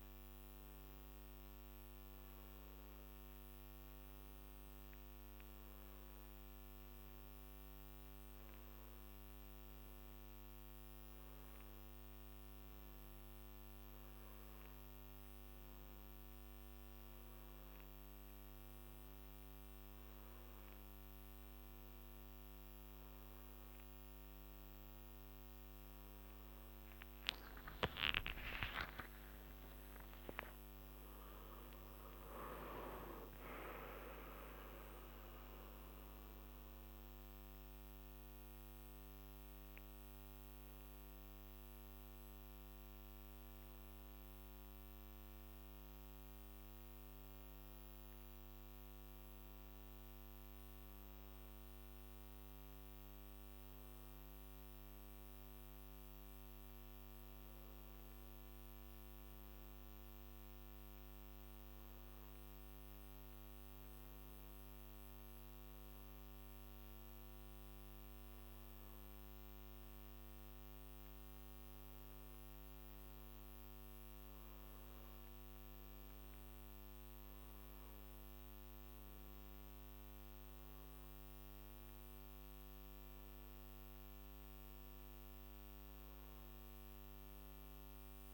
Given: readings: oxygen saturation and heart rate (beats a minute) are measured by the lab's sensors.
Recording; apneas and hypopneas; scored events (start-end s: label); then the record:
breathing in sleep, hard to hear, by a microphone on the trachea; none
24.50-28.50 s: arousal
From the record:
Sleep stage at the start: N1 (lightest sleep); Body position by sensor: on the back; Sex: male